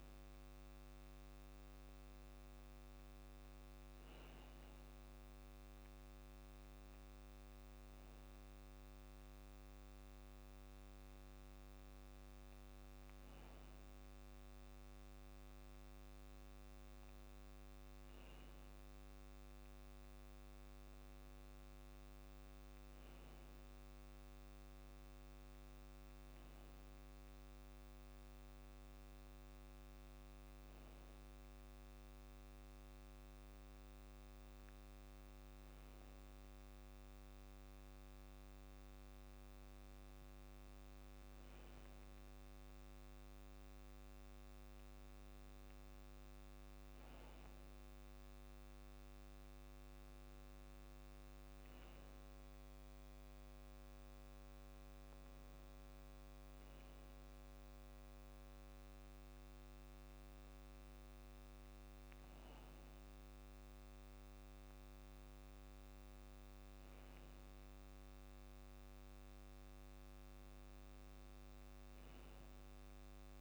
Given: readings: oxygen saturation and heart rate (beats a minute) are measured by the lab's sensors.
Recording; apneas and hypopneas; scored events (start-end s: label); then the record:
breathing in sleep, hard to hear, by a microphone on the trachea; none
27.00-73.41 s: new sleep stage, N2 (light sleep)
From the record:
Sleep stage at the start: REM sleep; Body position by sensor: on the back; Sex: male